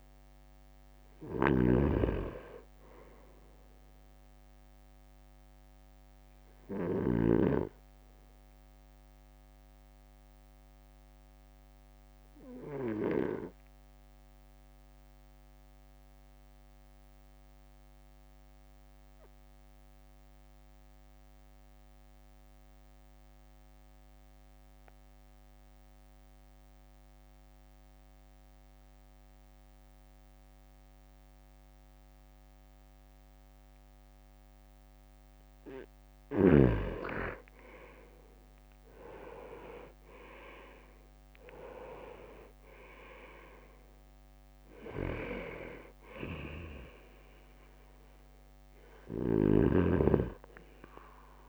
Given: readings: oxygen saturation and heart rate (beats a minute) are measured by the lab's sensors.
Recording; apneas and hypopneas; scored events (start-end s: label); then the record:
breathing in sleep by a microphone on the trachea; 1
0.00-6.50 s: drop in pulse transit time (device-marked, heart rate 55 extreme)
1.00-7.50 s: snoring (device-marked)
8.00-35.00 s: obstructive apnea (oxygen 99% before, 95% lowest, heart rate 57 before, 51 extreme, up 5 after)
37.00-40.50 s: arousal
38.00-41.00 s: leg movement (device-marked)
39.50-51.49 s: drop in pulse transit time (device-marked, heart rate 55 before, 53 extreme)
45.00-51.49 s: snoring (device-marked)
From the record:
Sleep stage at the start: N2 (light sleep); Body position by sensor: on the right side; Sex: male